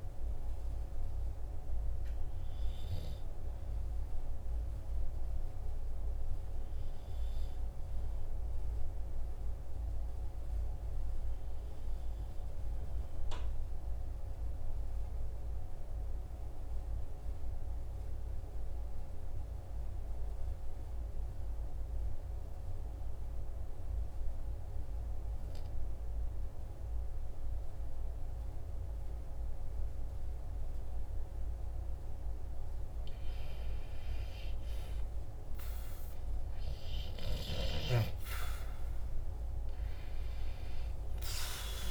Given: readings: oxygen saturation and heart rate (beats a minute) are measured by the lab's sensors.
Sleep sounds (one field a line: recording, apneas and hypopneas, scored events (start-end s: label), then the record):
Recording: breathing in sleep, hard to hear, by a room microphone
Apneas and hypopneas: 1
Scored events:
13.00-32.00 s: obstructive apnea (oxygen 97% before, 92% lowest, heart rate 47 before, 45 extreme, up 0 after)
From the record:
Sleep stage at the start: N2 (light sleep)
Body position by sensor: on the back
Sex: male